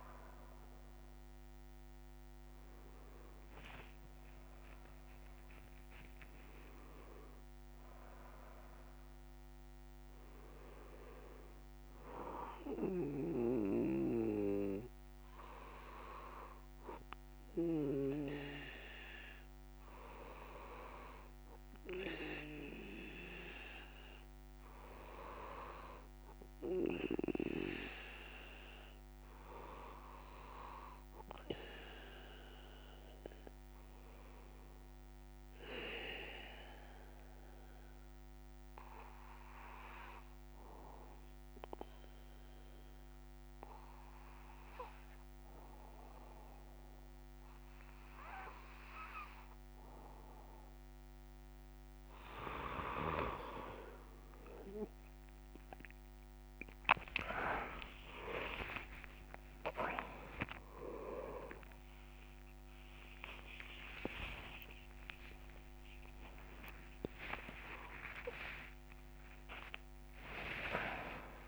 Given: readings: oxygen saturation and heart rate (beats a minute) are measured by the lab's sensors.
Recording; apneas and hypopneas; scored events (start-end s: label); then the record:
breathing in sleep by a microphone on the trachea; 1
35.50-51.50 s: obstructive apnea (oxygen 98% before, 92% lowest)
From the record:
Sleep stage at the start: N3 (deep sleep); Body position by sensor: on the back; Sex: male